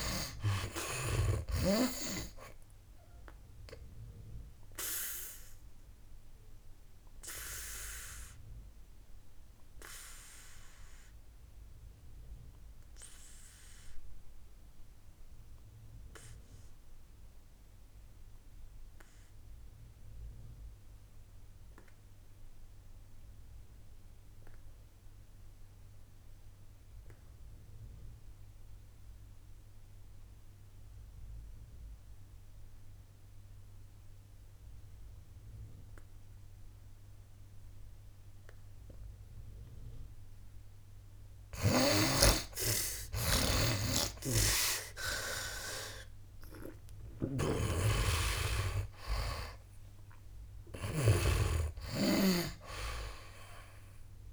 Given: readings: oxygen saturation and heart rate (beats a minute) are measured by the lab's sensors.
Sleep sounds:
breathing in sleep by a room microphone; 1
0.00-25.00 s: oxygen desaturation (device-marked, oxygen 73% lowest, heart rate 56 extreme)
4.50-41.00 s: obstructive apnea (oxygen 98% before, 71% lowest, heart rate 66 before, 56 extreme, up 14 after)
30.00-54.32 s: oxygen desaturation (device-marked, oxygen 97% before, 71% lowest, heart rate 60 before, 56 extreme)
44.00-51.50 s: snoring (device-marked)
44.50-49.50 s: arousal
From the record:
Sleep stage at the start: N2 (light sleep); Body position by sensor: on the back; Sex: male

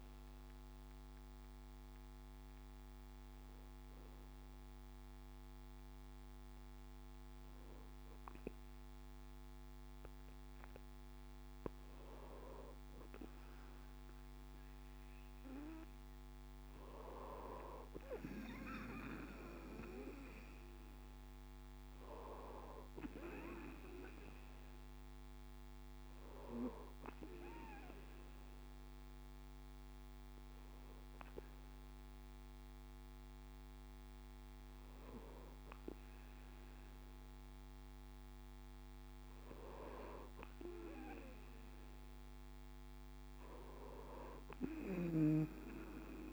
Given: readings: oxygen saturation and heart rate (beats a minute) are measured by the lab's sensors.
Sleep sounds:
breathing in sleep by a microphone on the trachea; 2
0.50-11.00 s: hypopnea (oxygen 97% before, 97% lowest, heart rate 69 before, 65 extreme, up 5 after)
14.50-19.00 s: arousal
26.00-36.50 s: hypopnea (oxygen 98% before, 96% lowest, heart rate 68 before, 64 extreme, up 5 after)
39.50-43.50 s: arousal
From the record:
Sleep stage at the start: N2 (light sleep); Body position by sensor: on the right side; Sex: male

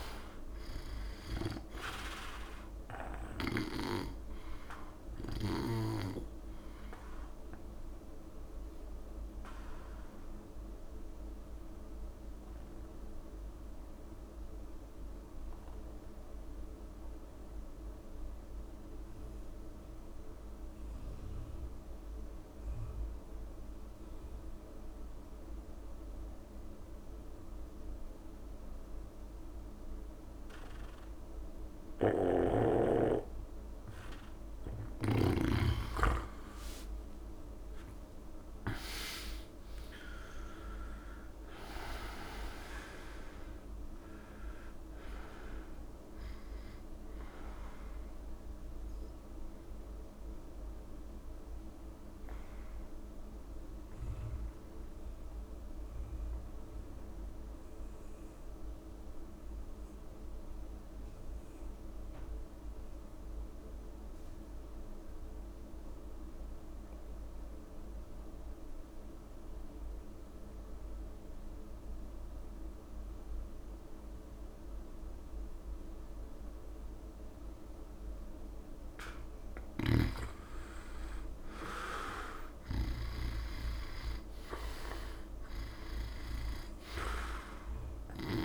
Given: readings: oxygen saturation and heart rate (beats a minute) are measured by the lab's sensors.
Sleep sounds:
breathing in sleep by a room microphone; 2
0.00-21.50 s: oxygen desaturation (device-marked, oxygen 84% lowest, heart rate 70 extreme)
8.50-34.50 s: obstructive apnea (oxygen 99% before, 83% lowest, heart rate 72 before, 66 extreme, up 13 after)
32.00-35.50 s: snoring (device-marked)
34.50-65.50 s: oxygen desaturation (device-marked, oxygen 98% before, 83% lowest, heart rate 71 before, 66 extreme)
37.00-40.50 s: arousal
40.50-42.50 s: long interval between heartbeats (device-marked, heart rate 71 before, 83 extreme)
49.50-80.00 s: obstructive apnea (oxygen 99% before, 82% lowest, heart rate 73 before, 66 extreme, up 8 after)
80.50-88.45 s: oxygen desaturation (device-marked, oxygen 99% before, 82% lowest, heart rate 71 before, 27 extreme)
82.00-85.00 s: arousal
From the record:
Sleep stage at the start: N2 (light sleep); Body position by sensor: on the back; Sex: male

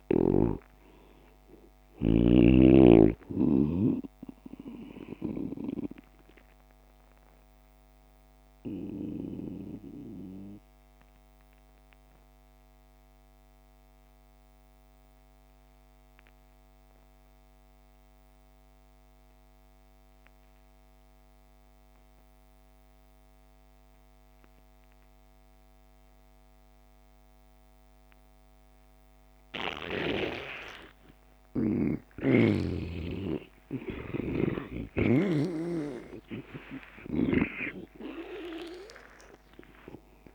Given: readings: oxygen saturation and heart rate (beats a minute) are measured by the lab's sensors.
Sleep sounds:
breathing in sleep by a microphone on the trachea; 1
0.00-3.00 s: snoring (device-marked)
0.00-19.50 s: oxygen desaturation (device-marked, oxygen 85% lowest)
6.00-32.00 s: obstructive apnea (oxygen 97% before, 85% lowest)
32.50-36.00 s: snoring (device-marked)
32.50-40.35 s: oxygen desaturation (device-marked, oxygen 98% before, 86% lowest)
33.00-37.50 s: arousal
From the record:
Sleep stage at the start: N2 (light sleep); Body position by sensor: on the back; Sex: male

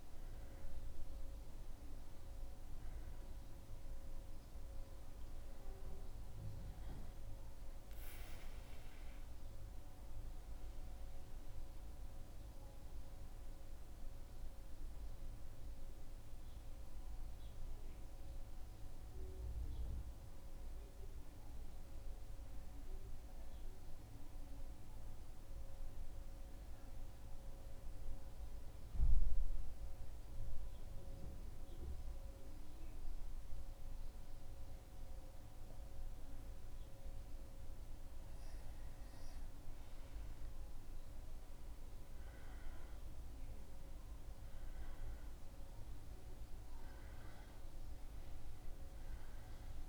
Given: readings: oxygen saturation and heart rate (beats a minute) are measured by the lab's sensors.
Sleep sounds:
breathing in sleep, hard to hear, by a room microphone; 1
9.00-39.00 s: mixed apnea (oxygen 98% before, 96% lowest, heart rate 77 before, 74 extreme, up 3 after)
41.50-46.00 s: arousal
From the record:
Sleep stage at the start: N2 (light sleep); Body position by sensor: on the back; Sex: male

